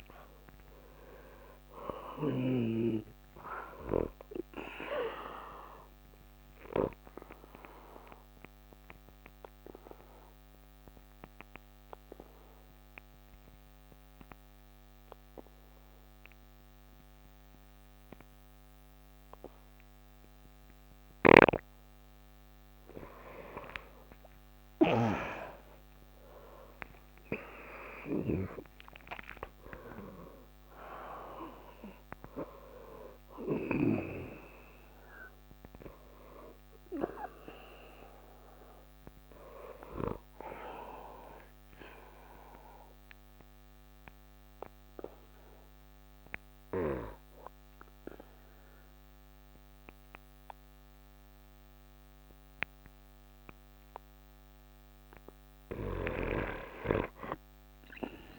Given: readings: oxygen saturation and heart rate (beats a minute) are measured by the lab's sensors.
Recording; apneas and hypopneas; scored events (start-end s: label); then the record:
breathing in sleep by a microphone on the trachea; 2
0.00-2.50 s: arousal
0.00-18.00 s: oxygen desaturation (device-marked, oxygen 88% lowest, heart rate 66 extreme)
7.00-22.50 s: obstructive apnea (oxygen 97% before, 87% lowest, heart rate 125 before, 58 extreme)
24.00-29.50 s: arousal
27.00-48.00 s: oxygen desaturation (device-marked, oxygen 96% before, 87% lowest, heart rate 111 before, 58 extreme)
41.00-54.00 s: obstructive apnea (oxygen 96% before, 87% lowest)
From the record:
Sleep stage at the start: N2 (light sleep); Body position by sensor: on the right side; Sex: male